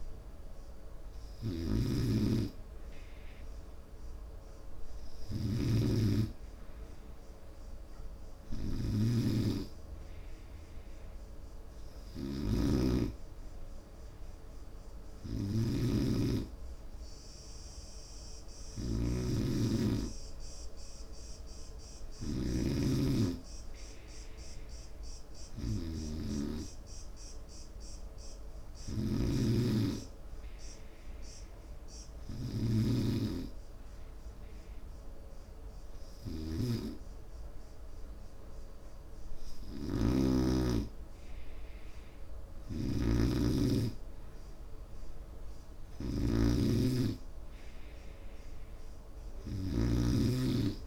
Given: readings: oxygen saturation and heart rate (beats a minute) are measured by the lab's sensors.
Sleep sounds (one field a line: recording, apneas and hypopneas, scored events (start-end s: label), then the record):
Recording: breathing in sleep by a room microphone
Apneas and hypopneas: none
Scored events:
8.00-24.00 s: oxygen desaturation (device-marked, oxygen 94% before, 90% lowest, heart rate 72 before, 69 extreme)
From the record:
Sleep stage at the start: N2 (light sleep)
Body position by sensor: on the right side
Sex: male